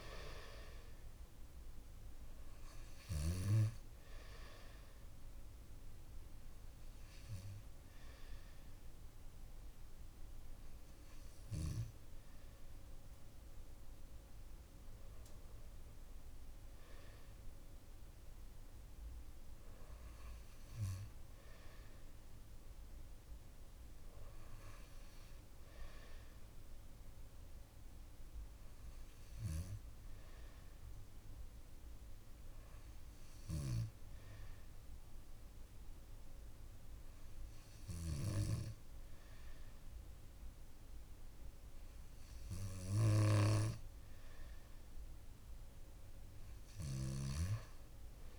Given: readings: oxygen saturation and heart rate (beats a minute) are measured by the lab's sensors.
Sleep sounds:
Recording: breathing in sleep by a room microphone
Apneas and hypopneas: 1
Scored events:
30.50-42.50 s: hypopnea (oxygen 96% before, 92% lowest, heart rate 60 before, 55 extreme, up 5 after)
45.50-48.39 s: arousal
From the record:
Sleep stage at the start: N2 (light sleep)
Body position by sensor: on the back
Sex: male

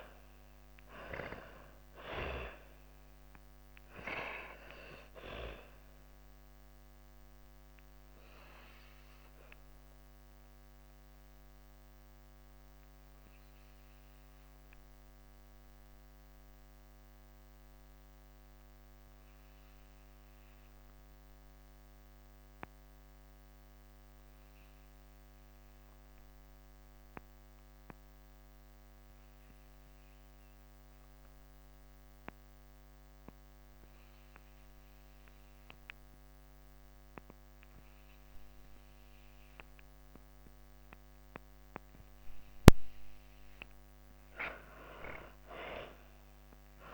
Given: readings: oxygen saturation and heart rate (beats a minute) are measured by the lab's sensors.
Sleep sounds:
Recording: breathing in sleep by a microphone on the trachea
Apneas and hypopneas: 1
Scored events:
0.00-25.00 s: oxygen desaturation (device-marked, oxygen 81% lowest)
5.50-41.50 s: mixed apnea (oxygen 98% before, 81% lowest)
37.00-46.94 s: oxygen desaturation (device-marked, oxygen 99% before, 83% lowest)
43.00-46.94 s: arousal
From the record:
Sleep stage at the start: N2 (light sleep)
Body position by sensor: on the back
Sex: female

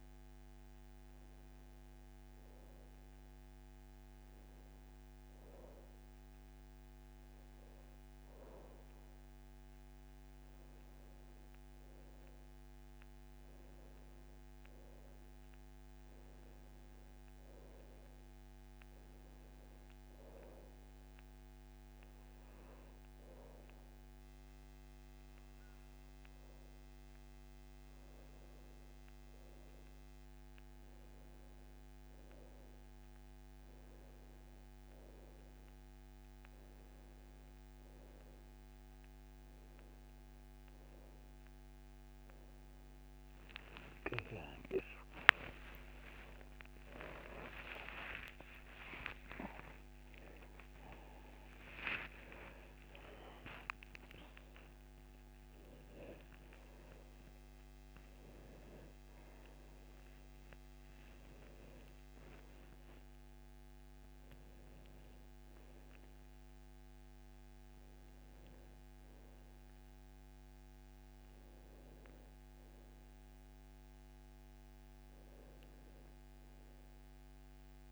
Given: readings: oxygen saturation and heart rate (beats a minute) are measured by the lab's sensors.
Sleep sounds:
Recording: a person partly awake in a sleep study, by a microphone on the trachea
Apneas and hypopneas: none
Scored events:
16.50-31.50 s: oxygen desaturation (device-marked, oxygen 96% before, 93% lowest, heart rate 74 before, 69 extreme)
36.50-66.50 s: new sleep stage, awake
66.50-77.92 s: new sleep stage, N1 (lightest sleep)
From the record:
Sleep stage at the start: N2 (light sleep)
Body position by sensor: on the back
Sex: male

